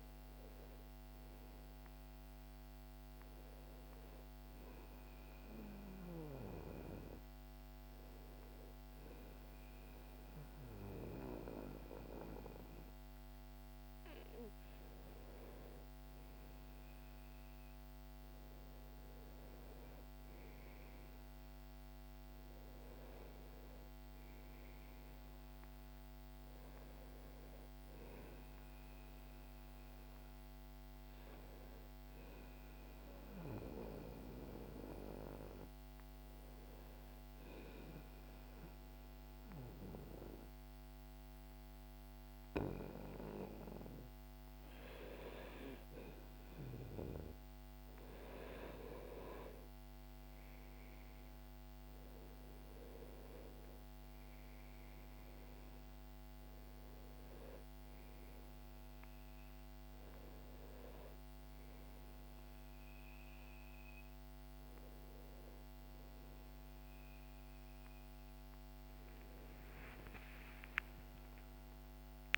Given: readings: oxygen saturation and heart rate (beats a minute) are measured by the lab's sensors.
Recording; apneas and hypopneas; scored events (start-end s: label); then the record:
breathing in sleep by a microphone on the trachea; 1
32.00-43.50 s: hypopnea (oxygen 95% before, 91% lowest, heart rate 64 before, 64 extreme, up 4 after)
46.50-52.00 s: arousal
53.00-72.38 s: oxygen desaturation (device-marked, oxygen 96% before, 91% lowest, heart rate 64 before, 60 extreme)
68.50-72.38 s: arousal
From the record:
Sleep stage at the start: N1 (lightest sleep); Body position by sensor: on the back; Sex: male